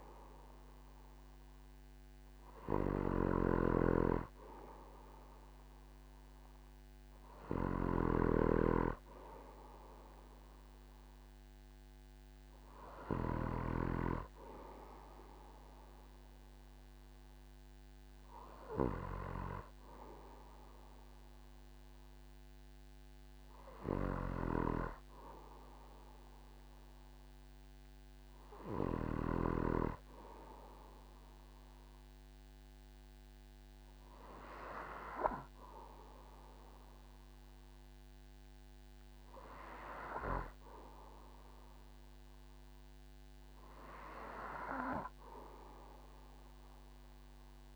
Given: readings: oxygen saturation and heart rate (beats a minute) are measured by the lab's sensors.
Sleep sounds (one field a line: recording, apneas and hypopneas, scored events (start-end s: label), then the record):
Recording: breathing in sleep by a microphone on the trachea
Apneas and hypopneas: none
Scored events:
3.00-8.50 s: snoring (device-marked)
From the record:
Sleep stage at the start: N2 (light sleep)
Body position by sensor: on the back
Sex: male